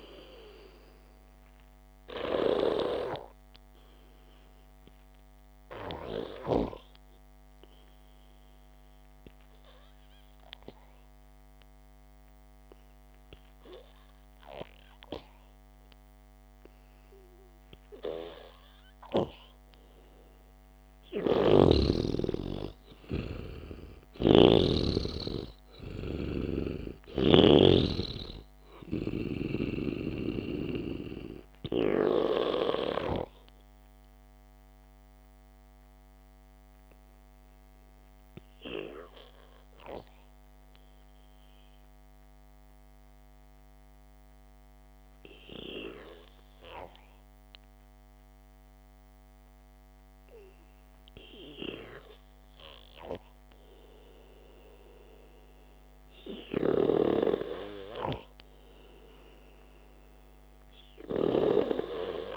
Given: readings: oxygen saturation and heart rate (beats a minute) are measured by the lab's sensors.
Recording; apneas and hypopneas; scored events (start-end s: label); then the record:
breathing in sleep by a microphone on the trachea; 2
5.50-20.00 s: hypopnea (oxygen 98% before, 91% lowest, heart rate 63 before, 55 extreme, up 4 after)
19.50-39.50 s: oxygen desaturation (device-marked, oxygen 95% before, 91% lowest, heart rate 57 before, 56 extreme)
23.00-26.50 s: arousal
35.50-51.50 s: obstructive apnea (oxygen 96% before, 91% lowest, heart rate 58 before, 51 extreme)
44.50-52.50 s: oxygen desaturation (device-marked, oxygen 94% before, 91% lowest, heart rate 61 before, 51 extreme)
53.50-57.00 s: arousal
From the record:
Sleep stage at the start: N2 (light sleep); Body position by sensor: on the back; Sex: male